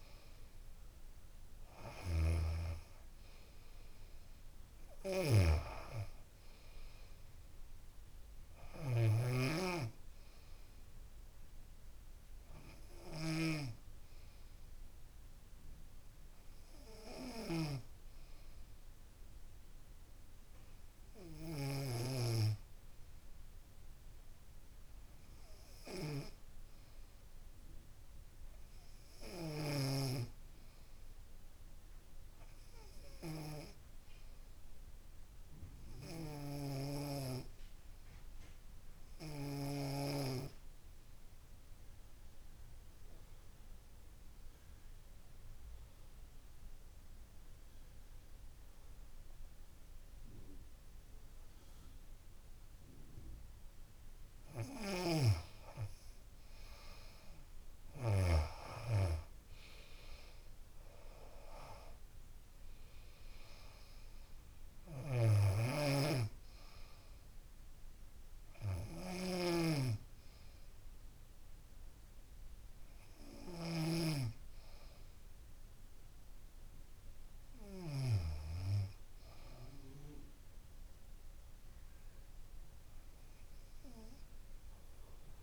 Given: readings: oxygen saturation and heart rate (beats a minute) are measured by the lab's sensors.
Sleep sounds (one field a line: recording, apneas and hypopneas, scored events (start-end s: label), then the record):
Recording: breathing in sleep by a room microphone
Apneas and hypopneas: 1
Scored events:
27.50-31.00 s: arousal
41.00-54.50 s: obstructive apnea (oxygen 97% before, 89% lowest, heart rate 67 before, 63 extreme, up 16 after)
56.50-59.00 s: arousal
62.50-67.00 s: arousal
66.50-68.50 s: long interval between heartbeats (device-marked, heart rate 71 before, 91 extreme)
68.50-75.50 s: oxygen desaturation (device-marked, oxygen 96% before, 89% lowest, heart rate 74 before, 64 extreme)
83.50-85.43 s: arousal
From the record:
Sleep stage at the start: N2 (light sleep)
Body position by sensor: on the back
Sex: female